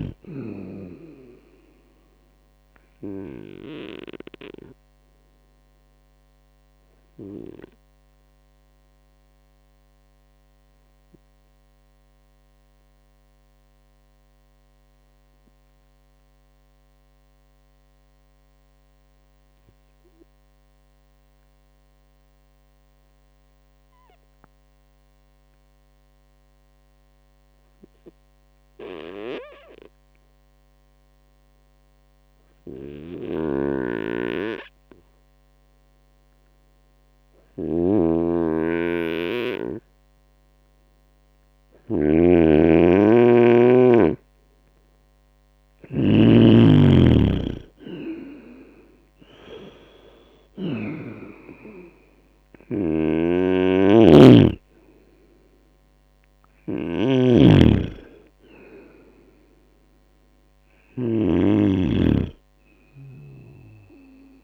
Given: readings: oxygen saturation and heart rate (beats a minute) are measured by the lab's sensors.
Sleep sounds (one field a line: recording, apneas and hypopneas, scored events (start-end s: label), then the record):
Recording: breathing in sleep by a microphone on the trachea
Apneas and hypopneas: 1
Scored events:
7.50-37.00 s: obstructive apnea (oxygen 98% before, 96% lowest)
32.50-50.50 s: snoring (device-marked)
40.50-44.50 s: arousal
52.50-61.00 s: snoring (device-marked)
From the record:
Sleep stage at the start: N2 (light sleep)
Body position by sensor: on the right side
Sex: male